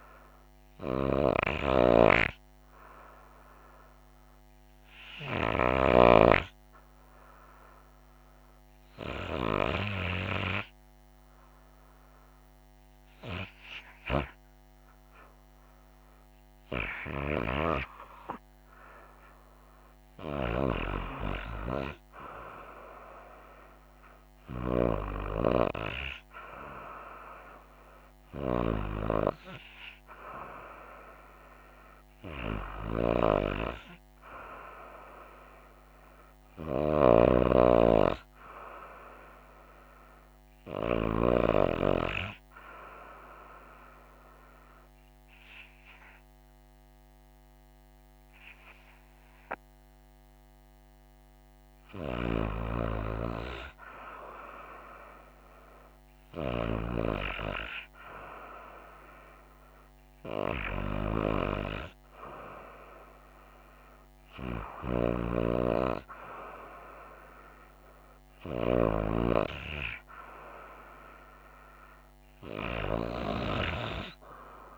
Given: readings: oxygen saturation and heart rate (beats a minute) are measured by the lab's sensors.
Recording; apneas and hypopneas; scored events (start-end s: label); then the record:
breathing in sleep by a microphone on the trachea; 2
0.50-16.50 s: hypopnea (oxygen 97% before, 93% lowest, heart rate 65 before, 63 extreme, up 2 after)
19.50-23.00 s: arousal
41.50-54.00 s: hypopnea (oxygen 95% before, 93% lowest, heart rate 65 before, 59 extreme, up 2 after)
56.50-60.50 s: arousal
From the record:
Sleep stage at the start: REM sleep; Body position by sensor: on the right side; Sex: female